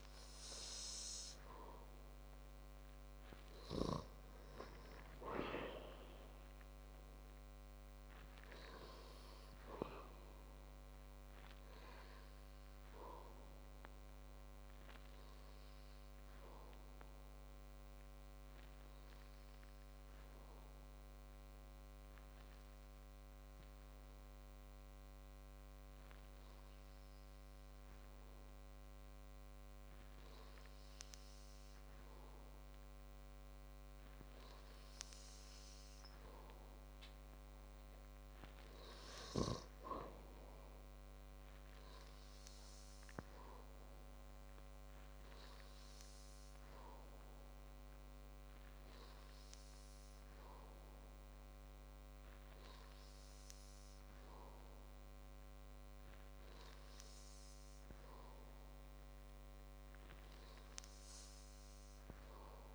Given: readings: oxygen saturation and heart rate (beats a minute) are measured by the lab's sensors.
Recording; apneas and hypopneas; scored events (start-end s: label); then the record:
breathing in sleep by a microphone on the trachea; 1
4.50-8.50 s: arousal
43.00-54.00 s: hypopnea (oxygen 98% before, 94% lowest, heart rate 57 before, 63 extreme, up 18 after)
56.00-59.50 s: arousal
From the record:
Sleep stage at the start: N2 (light sleep); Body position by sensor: on the back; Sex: male